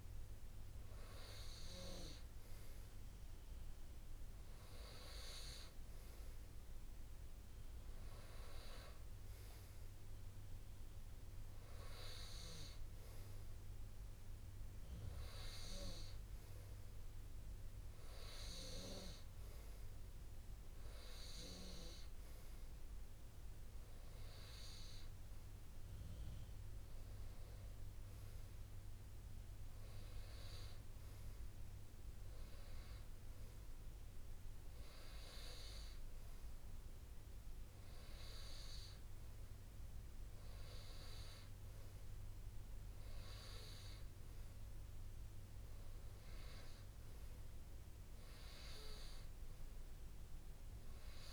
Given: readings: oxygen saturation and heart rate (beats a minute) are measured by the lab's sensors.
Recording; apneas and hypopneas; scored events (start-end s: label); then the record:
breathing in sleep by a room microphone; none
none scored
From the record:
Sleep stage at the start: N2 (light sleep); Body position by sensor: on the right side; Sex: male